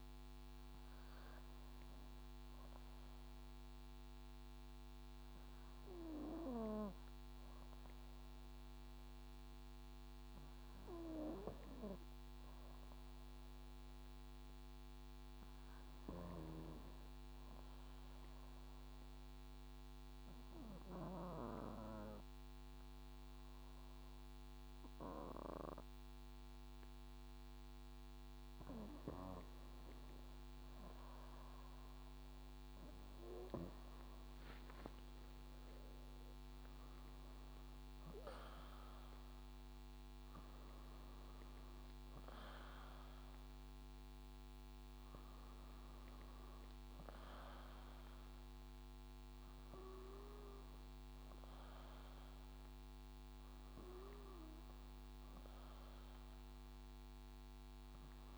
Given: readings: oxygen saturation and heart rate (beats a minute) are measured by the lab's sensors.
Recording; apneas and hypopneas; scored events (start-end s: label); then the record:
breathing in sleep by a microphone on the trachea; 1
16.00-21.50 s: snoring (device-marked)
16.50-29.50 s: obstructive apnea (oxygen 99% before, 94% lowest, heart rate 59 before, 53 extreme, up 7 after)
17.00-35.00 s: oxygen desaturation (device-marked, oxygen 98% before, 95% lowest, heart rate 59 before, 53 extreme)
33.50-37.50 s: leg movement (device-marked)
34.50-38.00 s: arousal
37.00-49.00 s: drop in pulse transit time (device-marked, heart rate 62 before, 53 extreme)
From the record:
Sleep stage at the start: N2 (light sleep); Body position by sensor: on the back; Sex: female